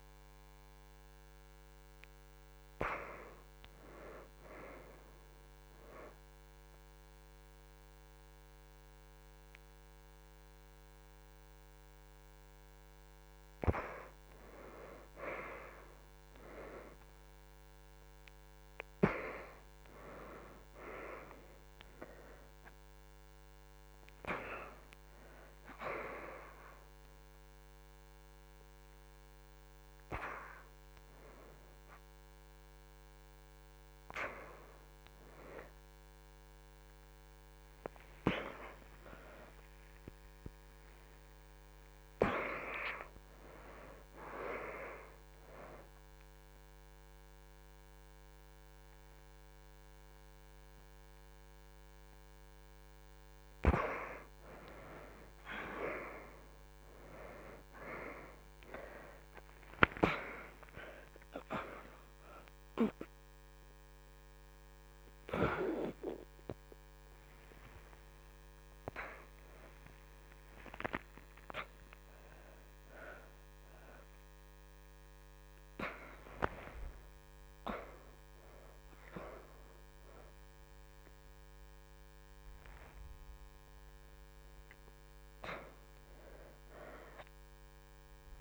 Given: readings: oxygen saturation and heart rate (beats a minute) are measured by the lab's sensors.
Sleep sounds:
a person awake in a sleep study, by a microphone on the trachea; none
0.00-8.50 s: oxygen desaturation (device-marked, oxygen 87% lowest, heart rate 80 extreme)
10.50-20.50 s: oxygen desaturation (device-marked, oxygen 91% before, 87% lowest, heart rate 81 before, 78 extreme)
32.50-42.50 s: oxygen desaturation (device-marked, oxygen 90% before, 85% lowest, heart rate 84 before, 79 extreme)
75.50-83.50 s: oxygen desaturation (device-marked, oxygen 93% before, 88% lowest)
From the record:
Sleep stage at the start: awake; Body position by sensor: on the back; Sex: female

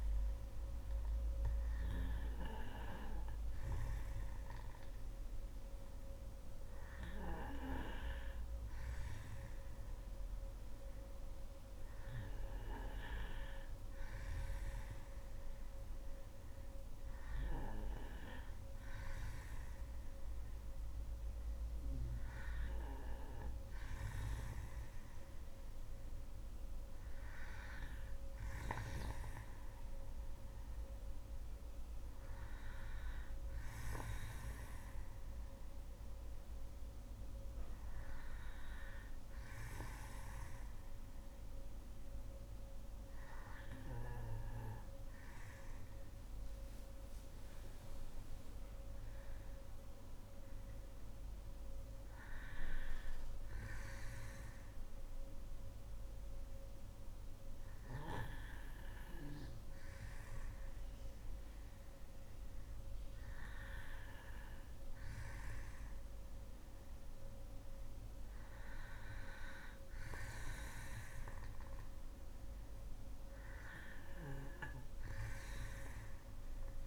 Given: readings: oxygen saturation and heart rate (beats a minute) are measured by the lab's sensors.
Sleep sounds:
breathing in sleep by a room microphone; none
9.00-27.00 s: oxygen desaturation (device-marked, oxygen 97% before, 94% lowest, heart rate 62 before, 61 extreme)
From the record:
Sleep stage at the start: N2 (light sleep); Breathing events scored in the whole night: 168 in 4.4 hours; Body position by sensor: on the back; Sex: female

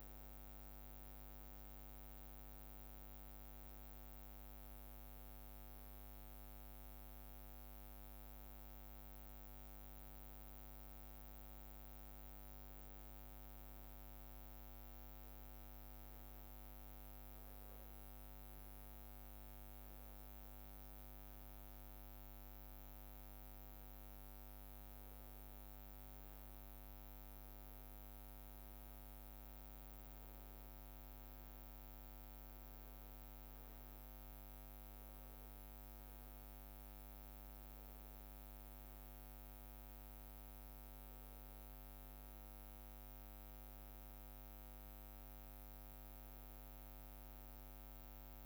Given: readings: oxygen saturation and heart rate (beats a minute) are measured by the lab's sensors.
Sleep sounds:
breathing in sleep, hard to hear, by a microphone on the trachea; none
none scored
From the record:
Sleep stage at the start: N2 (light sleep); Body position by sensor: on the back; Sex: male

